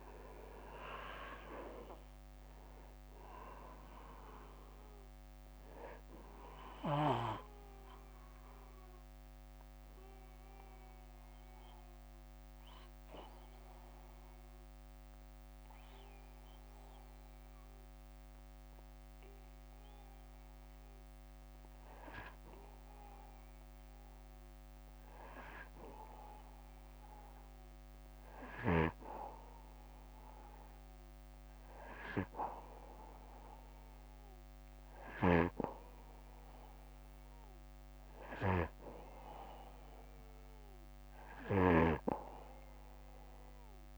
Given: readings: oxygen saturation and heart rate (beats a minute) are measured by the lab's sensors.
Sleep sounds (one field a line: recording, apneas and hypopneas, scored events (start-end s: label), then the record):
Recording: breathing in sleep by a microphone on the trachea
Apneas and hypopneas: 1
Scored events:
5.50-20.50 s: obstructive apnea (oxygen 98% before, 93% lowest, heart rate 62 before, 58 extreme, up 0 after)
20.00-31.00 s: oxygen desaturation (device-marked, oxygen 96% before, 93% lowest, heart rate 63 before, 58 extreme)
23.00-26.50 s: arousal
34.50-43.98 s: snoring (device-marked)
From the record:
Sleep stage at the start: N2 (light sleep)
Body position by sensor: on the back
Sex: male